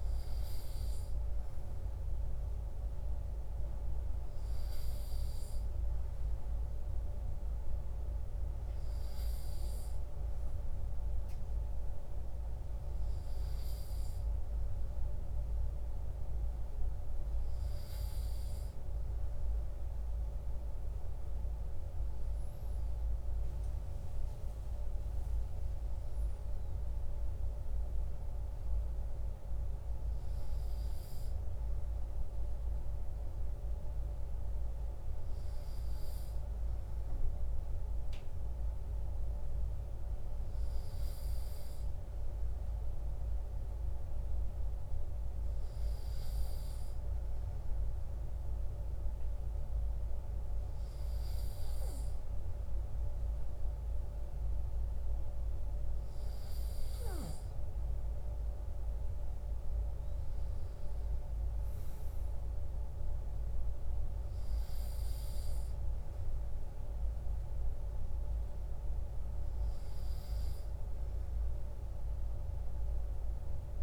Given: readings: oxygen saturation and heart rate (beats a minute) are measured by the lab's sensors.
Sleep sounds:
breathing in sleep, hard to hear, by a room microphone; none
none scored
From the record:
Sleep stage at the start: N2 (light sleep); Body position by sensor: on the right side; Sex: male

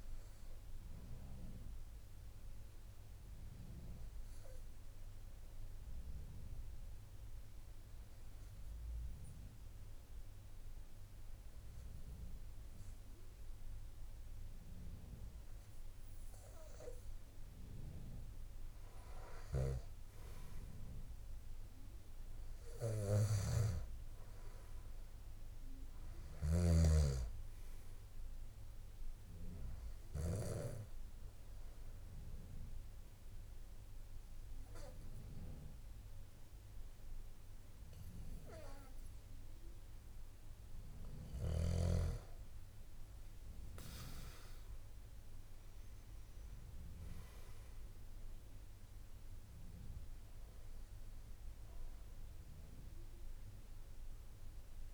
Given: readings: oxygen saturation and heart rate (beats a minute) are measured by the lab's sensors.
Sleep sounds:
breathing in sleep by a room microphone; 2
4.50-17.00 s: obstructive apnea (oxygen 97% before, 93% lowest, heart rate 54 before, 51 extreme, up 3 after)
30.50-41.50 s: obstructive apnea (oxygen 96% before, 89% lowest, heart rate 55 before, 51 extreme, up 7 after)
From the record:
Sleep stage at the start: N2 (light sleep); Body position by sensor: on the back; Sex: male

